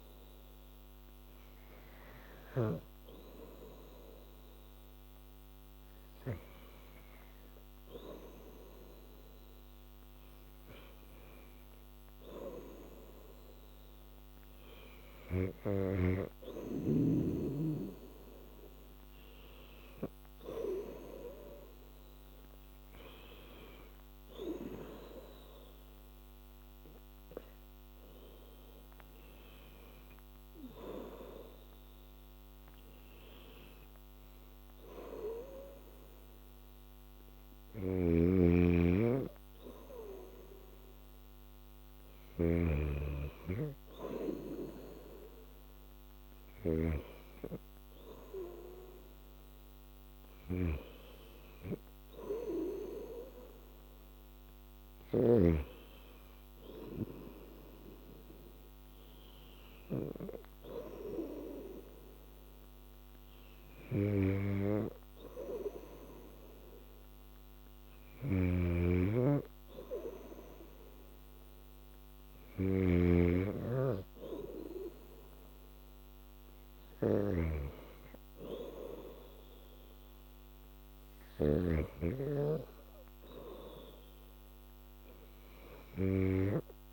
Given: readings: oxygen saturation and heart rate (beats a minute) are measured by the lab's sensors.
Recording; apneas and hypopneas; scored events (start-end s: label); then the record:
breathing in sleep by a microphone on the trachea; none
0.00-9.00 s: oxygen desaturation (device-marked, oxygen 93% lowest, heart rate 81 extreme)
38.00-47.00 s: snoring (device-marked)
68.00-82.00 s: snoring (device-marked)
From the record:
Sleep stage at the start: N2 (light sleep); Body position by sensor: on the back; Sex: female